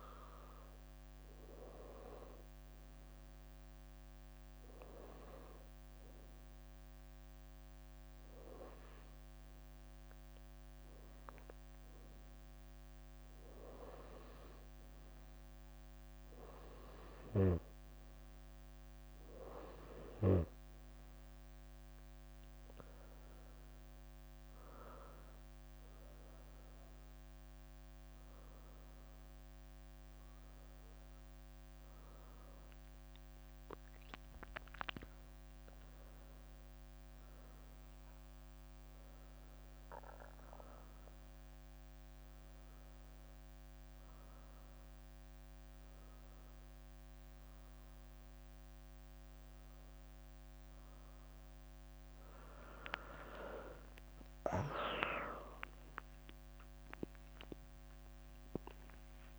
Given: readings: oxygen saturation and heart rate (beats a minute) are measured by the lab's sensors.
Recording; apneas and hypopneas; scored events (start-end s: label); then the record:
breathing in sleep by a microphone on the trachea; 1
1.50-6.00 s: leg movement (device-marked)
7.00-11.50 s: leg movement (device-marked)
23.00-27.00 s: arousal
33.00-45.00 s: hypopnea (oxygen 96% before, 94% lowest, heart rate 70 before, 72 extreme)
48.00-59.38 s: new sleep stage, awake
53.00-59.38 s: leg movement (device-marked)
From the record:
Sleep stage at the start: N2 (light sleep); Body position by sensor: on the right side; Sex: female